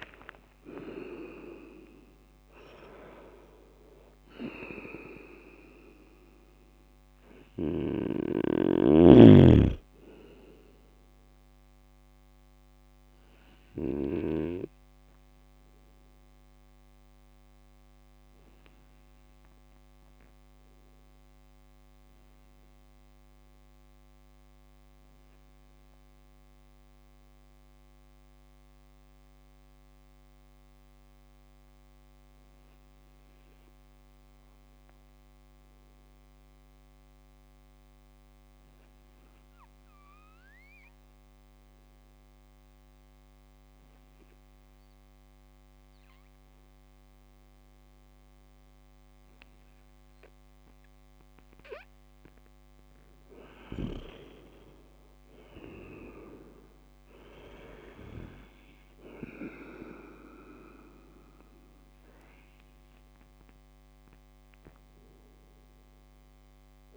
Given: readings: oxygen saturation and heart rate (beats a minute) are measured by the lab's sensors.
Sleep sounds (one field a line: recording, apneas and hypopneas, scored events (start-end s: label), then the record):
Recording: breathing in sleep by a microphone on the trachea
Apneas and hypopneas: 1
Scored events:
0.00-1.00 s: arousal
7.50-14.00 s: snoring (device-marked)
20.00-49.50 s: obstructive apnea (oxygen 98% before, 97% lowest, heart rate 54 before, 46 extreme, up 0 after)
52.50-56.00 s: arousal
From the record:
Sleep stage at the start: N2 (light sleep)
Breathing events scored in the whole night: 246 in 4.0 hours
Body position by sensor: on the right side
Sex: male